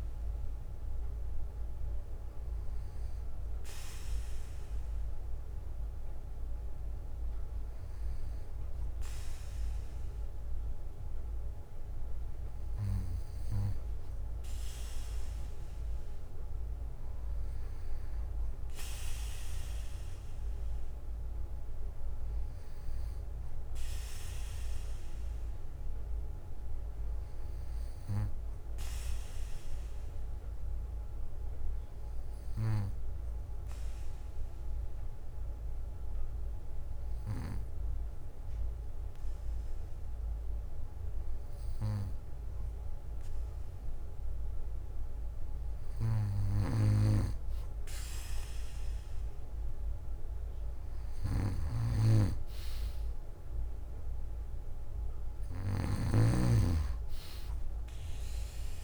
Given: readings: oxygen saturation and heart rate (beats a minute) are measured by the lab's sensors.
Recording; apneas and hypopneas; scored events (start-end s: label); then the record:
breathing in sleep by a room microphone; 1
0.00-12.50 s: bradycardia (device-marked, heart rate 55 extreme)
23.00-26.00 s: arousal
27.50-29.50 s: bradycardia (device-marked, heart rate 59 before, 61 extreme)
29.00-42.50 s: obstructive apnea (oxygen 97% before, 94% lowest, heart rate 60 before, 49 extreme, up 0 after)
34.50-47.50 s: bradycardia (device-marked, heart rate 59 before, 49 extreme)
43.50-46.50 s: arousal
From the record:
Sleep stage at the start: N2 (light sleep); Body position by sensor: on the back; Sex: male